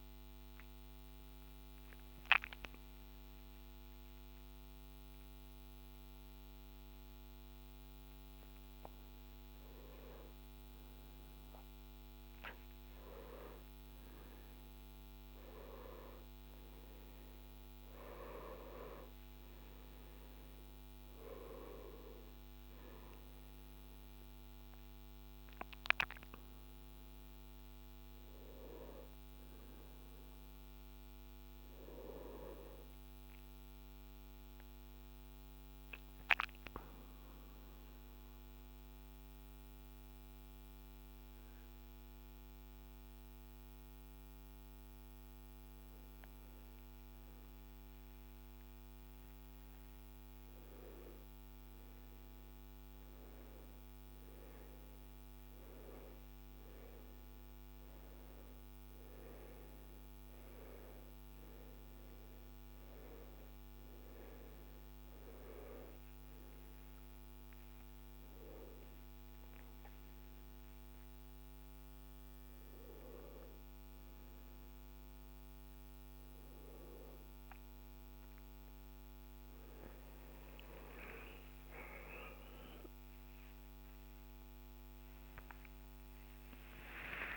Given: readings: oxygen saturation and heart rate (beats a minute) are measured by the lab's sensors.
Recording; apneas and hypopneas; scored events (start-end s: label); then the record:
a person partly awake in a sleep study, by a microphone on the trachea; none
2.00-4.00 s: long interval between heartbeats (device-marked, heart rate 60 before, 71 extreme)
12.50-14.50 s: long interval between heartbeats (device-marked, heart rate 65 before, 81 extreme)
16.00-76.00 s: new sleep stage, N2 (light sleep)
50.00-52.00 s: long interval between heartbeats (device-marked, heart rate 58 before, 78 extreme)
76.00-87.37 s: new sleep stage, awake
From the record:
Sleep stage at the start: awake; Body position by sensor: on the back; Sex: male